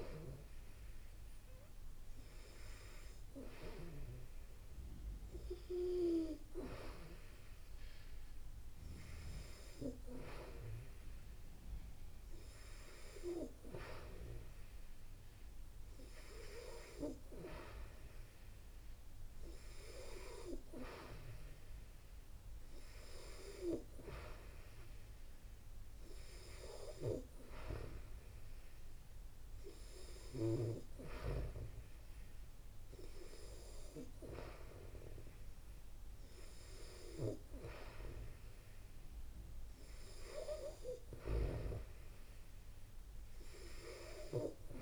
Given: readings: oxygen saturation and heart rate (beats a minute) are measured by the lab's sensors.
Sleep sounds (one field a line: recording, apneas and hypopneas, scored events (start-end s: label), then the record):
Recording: breathing in sleep by a room microphone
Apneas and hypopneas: none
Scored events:
none scored
From the record:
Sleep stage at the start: N2 (light sleep)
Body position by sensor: on the back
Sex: female